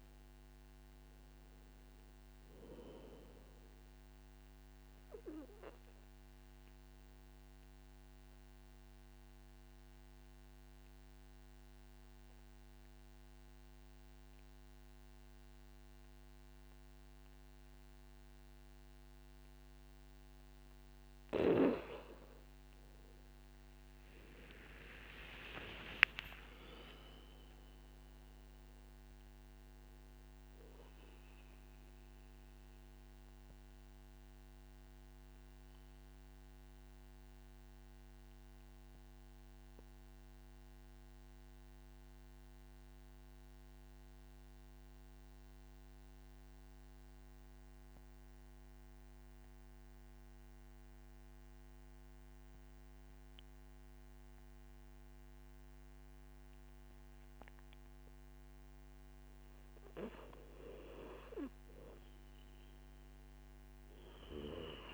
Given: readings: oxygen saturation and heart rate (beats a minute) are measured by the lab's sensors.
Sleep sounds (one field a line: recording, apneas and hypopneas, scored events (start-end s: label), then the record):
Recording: breathing in sleep by a microphone on the trachea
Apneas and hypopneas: 2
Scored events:
0.00-13.50 s: oxygen desaturation (device-marked, oxygen 95% lowest, heart rate 49 extreme)
5.50-20.50 s: obstructive apnea (oxygen 99% before, 91% lowest, heart rate 60 before, 49 extreme, up 12 after)
23.50-28.00 s: arousal
31.50-41.50 s: oxygen desaturation (device-marked, oxygen 98% before, 93% lowest, heart rate 59 before, 49 extreme)
32.50-59.50 s: obstructive apnea (oxygen 98% before, 90% lowest, heart rate 59 before, 49 extreme, up 5 after)
63.50-64.93 s: oxygen desaturation (device-marked, oxygen 100% before, 91% lowest, heart rate 56 before, 50 extreme)
From the record:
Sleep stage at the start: N2 (light sleep)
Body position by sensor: on the back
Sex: male